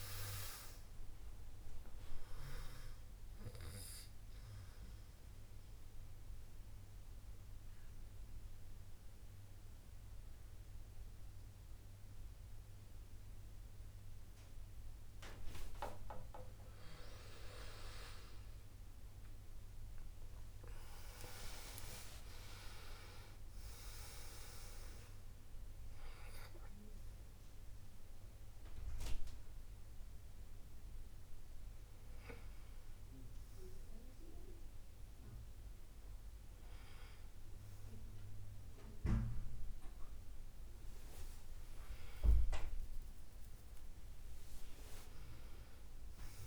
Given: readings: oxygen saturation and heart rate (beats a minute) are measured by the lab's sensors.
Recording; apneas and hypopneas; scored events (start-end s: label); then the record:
breathing in sleep by a room microphone; 1
0.00-9.50 s: oxygen desaturation (device-marked, oxygen 85% lowest)
3.50-16.00 s: mixed apnea (oxygen 98% before, 85% lowest)
18.00-22.50 s: arousal
44.50-46.47 s: arousal
From the record:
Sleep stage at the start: N2 (light sleep); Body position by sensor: on the back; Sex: male